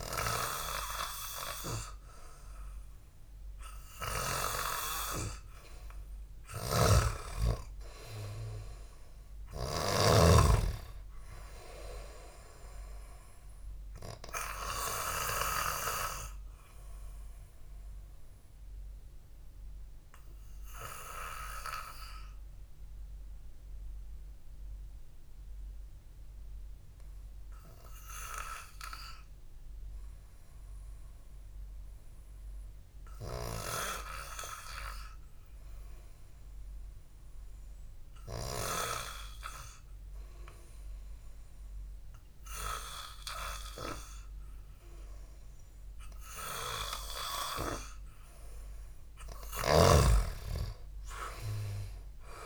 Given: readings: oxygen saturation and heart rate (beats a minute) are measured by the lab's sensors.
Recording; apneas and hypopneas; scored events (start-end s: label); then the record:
breathing in sleep by a room microphone; 1
0.00-24.00 s: oxygen desaturation (device-marked, oxygen 93% lowest, heart rate 52 extreme)
6.50-10.50 s: snoring (device-marked)
13.00-16.00 s: arousal
19.00-32.50 s: hypopnea (oxygen 97% before, 93% lowest, heart rate 55 before, 52 extreme, up 2 after)
43.00-52.46 s: new sleep stage, awake
From the record:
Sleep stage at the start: N2 (light sleep); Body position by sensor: on the back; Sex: male